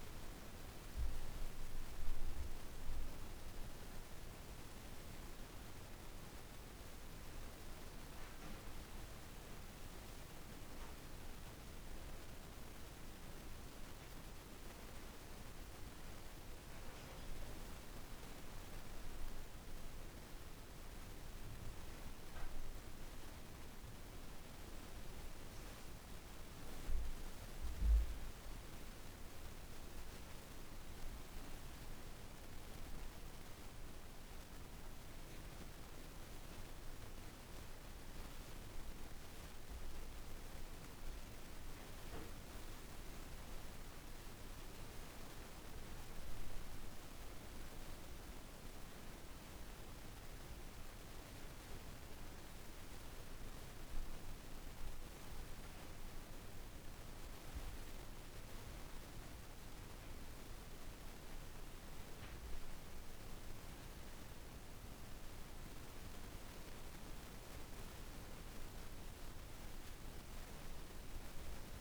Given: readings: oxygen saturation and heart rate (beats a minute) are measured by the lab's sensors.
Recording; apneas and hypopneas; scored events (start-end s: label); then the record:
breathing in sleep, hard to hear, by a room microphone; none
none scored
From the record:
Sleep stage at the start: REM sleep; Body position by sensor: on the back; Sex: female